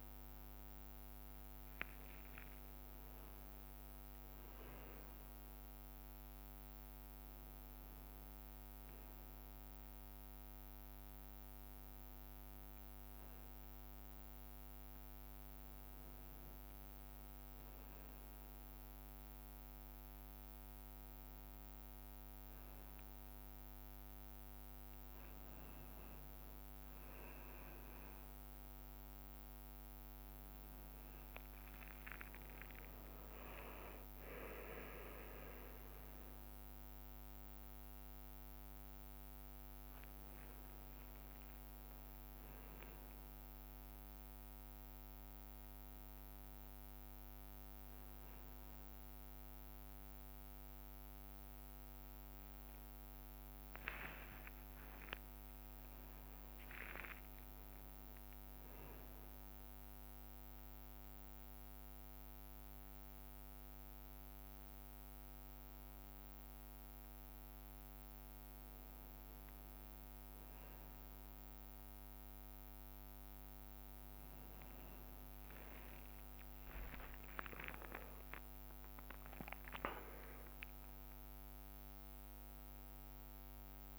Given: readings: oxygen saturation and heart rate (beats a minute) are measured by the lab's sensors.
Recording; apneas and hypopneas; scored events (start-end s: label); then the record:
a person partly awake in a sleep study, by a microphone on the trachea; none
0.00-3.00 s: leg movement (device-marked)
1.50-83.99 s: new sleep stage, N1 (lightest sleep)
2.50-4.50 s: long interval between heartbeats (device-marked, heart rate 70 before, 85 extreme)
3.50-7.00 s: leg movement (device-marked)
8.00-13.00 s: leg movement (device-marked)
14.50-19.00 s: leg movement (device-marked)
20.00-24.00 s: leg movement (device-marked)
25.00-30.00 s: leg movement (device-marked)
30.50-35.50 s: leg movement (device-marked)
36.50-42.00 s: leg movement (device-marked)
36.50-51.50 s: drop in pulse transit time (device-marked, heart rate 65 before, 61 extreme)
42.00-46.50 s: leg movement (device-marked)
47.50-51.50 s: leg movement (device-marked)
53.00-58.50 s: leg movement (device-marked)
55.50-57.50 s: long interval between heartbeats (device-marked, heart rate 64 before, 69 extreme)
58.50-64.00 s: leg movement (device-marked)
65.50-71.50 s: leg movement (device-marked)
73.00-80.00 s: leg movement (device-marked)
76.00-81.00 s: arousal
77.50-79.50 s: long interval between heartbeats (device-marked, heart rate 67 before, 88 extreme)
82.00-83.99 s: leg movement (device-marked)
From the record:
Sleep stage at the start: awake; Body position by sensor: on the back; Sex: male